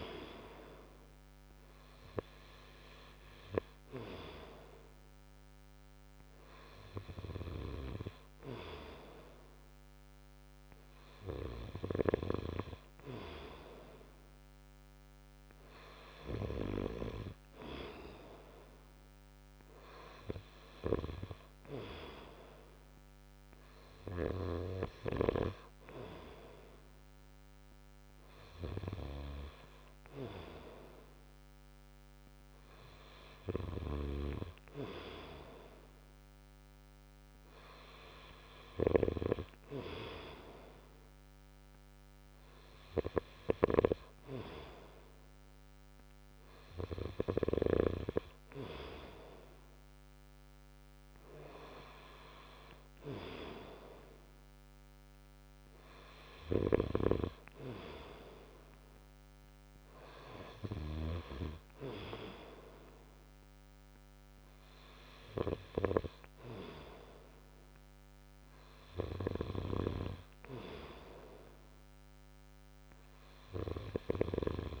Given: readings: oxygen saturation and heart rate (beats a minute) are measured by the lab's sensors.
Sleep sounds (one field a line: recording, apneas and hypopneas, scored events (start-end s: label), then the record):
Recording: breathing in sleep by a microphone on the trachea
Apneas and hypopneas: none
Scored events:
none scored
From the record:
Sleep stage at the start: N2 (light sleep)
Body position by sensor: on the right side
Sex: male